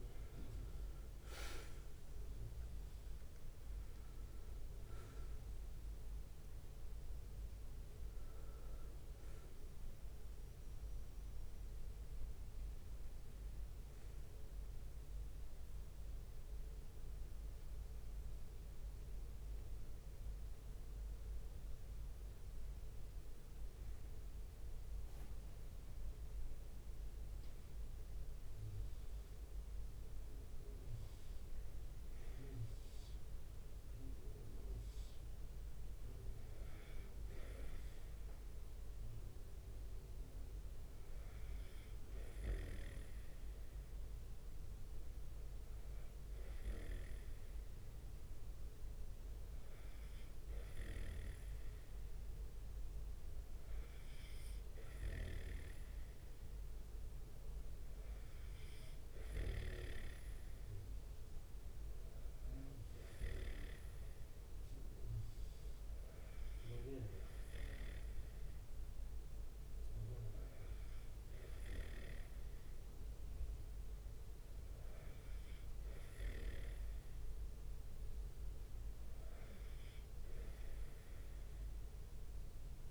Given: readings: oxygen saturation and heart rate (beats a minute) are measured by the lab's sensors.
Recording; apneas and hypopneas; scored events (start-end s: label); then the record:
breathing in sleep by a room microphone; none
0.00-6.50 s: drop in pulse transit time (device-marked, heart rate 79 extreme)
0.00-18.50 s: oxygen desaturation (device-marked, oxygen 88% lowest, heart rate 66 extreme)
6.00-7.00 s: leg movement (device-marked)
25.50-27.00 s: leg movement (device-marked)
55.50-64.00 s: snoring (device-marked)
59.50-62.50 s: leg movement (device-marked)
From the record:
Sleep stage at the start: N2 (light sleep); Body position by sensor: on the right side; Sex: male